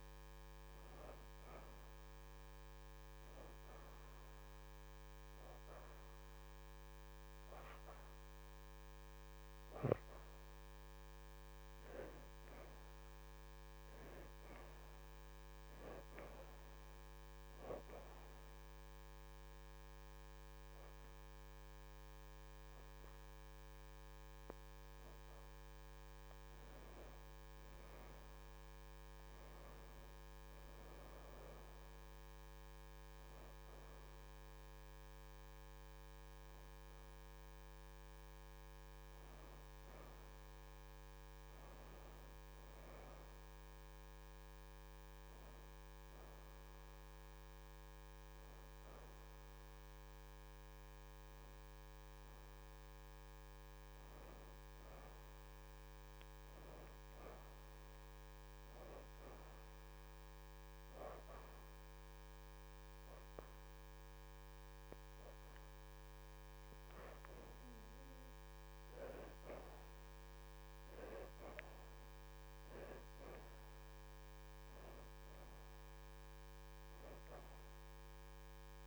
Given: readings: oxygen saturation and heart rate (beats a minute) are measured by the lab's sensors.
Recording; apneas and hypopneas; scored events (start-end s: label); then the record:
breathing in sleep by a microphone on the trachea; 2
17.50-28.00 s: hypopnea (oxygen 80% before, 60% lowest, heart rate 76 before, 79 extreme, up 5 after)
20.00-32.00 s: oxygen desaturation (device-marked, oxygen 78% before, 64% lowest, heart rate 79 before, 79 extreme)
29.00-33.00 s: arousal
34.00-49.00 s: oxygen desaturation (device-marked, oxygen 75% before, 60% lowest, heart rate 83 before, 79 extreme)
60.50-70.50 s: hypopnea (oxygen 79% before, 65% lowest, heart rate 80 before, 79 extreme, up 6 after)
65.00-73.00 s: oxygen desaturation (device-marked, oxygen 81% before, 72% lowest, heart rate 81 before, 79 extreme)
73.50-77.00 s: arousal
75.00-78.87 s: oxygen desaturation (device-marked, oxygen 78% before, 65% lowest, heart rate 81 before, 79 extreme)
From the record:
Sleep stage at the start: N2 (light sleep); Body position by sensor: on the back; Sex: female